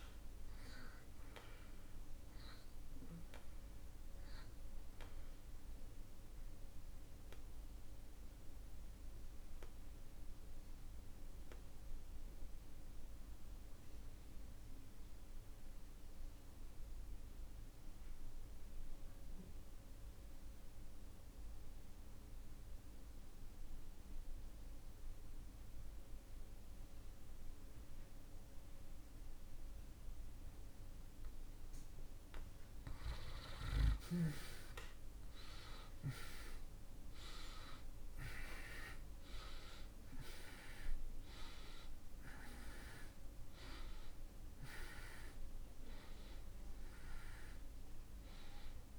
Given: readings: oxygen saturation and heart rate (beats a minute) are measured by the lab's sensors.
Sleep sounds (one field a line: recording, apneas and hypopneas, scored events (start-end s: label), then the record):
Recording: breathing in sleep by a room microphone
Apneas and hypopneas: 1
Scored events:
0.50-23.50 s: oxygen desaturation (device-marked, oxygen 96% before, 82% lowest)
0.50-48.99 s: new sleep stage, REM sleep
6.50-30.00 s: obstructive apnea (oxygen 96% before, 68% lowest)
31.00-36.00 s: arousal
33.50-48.99 s: oxygen desaturation (device-marked, oxygen 91% before, 68% lowest)
From the record:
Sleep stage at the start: N2 (light sleep)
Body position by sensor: on the back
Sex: male